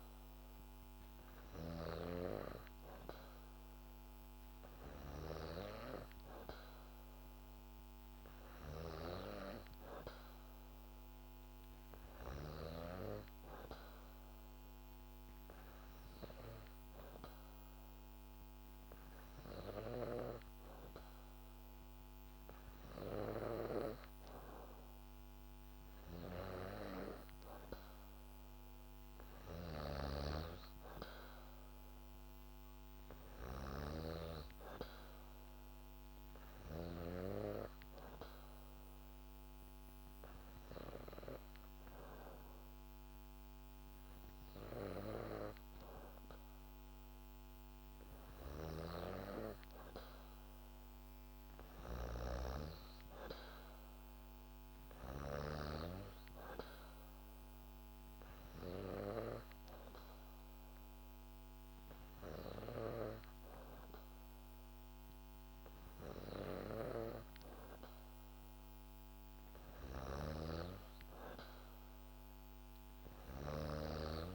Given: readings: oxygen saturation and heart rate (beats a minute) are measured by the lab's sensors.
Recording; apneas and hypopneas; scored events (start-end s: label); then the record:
breathing in sleep by a microphone on the trachea; 3
4.00-7.50 s: arousal
7.50-20.50 s: oxygen desaturation (device-marked, oxygen 97% before, 93% lowest, heart rate 72 before, 68 extreme)
13.50-26.00 s: hypopnea (oxygen 97% before, 93% lowest, heart rate 71 before, 68 extreme, up 1 after)
28.50-32.00 s: arousal
36.00-47.50 s: hypopnea (oxygen 97% before, 93% lowest, heart rate 70 before, 68 extreme, up 5 after)
48.00-52.00 s: snoring (device-marked)
49.50-53.50 s: arousal
55.50-69.50 s: oxygen desaturation (device-marked, oxygen 96% before, 93% lowest, heart rate 70 before, 67 extreme)
57.00-68.00 s: hypopnea (oxygen 96% before, 93% lowest, heart rate 70 before, 68 extreme, up 4 after)
71.50-74.35 s: arousal
From the record:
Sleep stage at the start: N2 (light sleep); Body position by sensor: on the back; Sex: female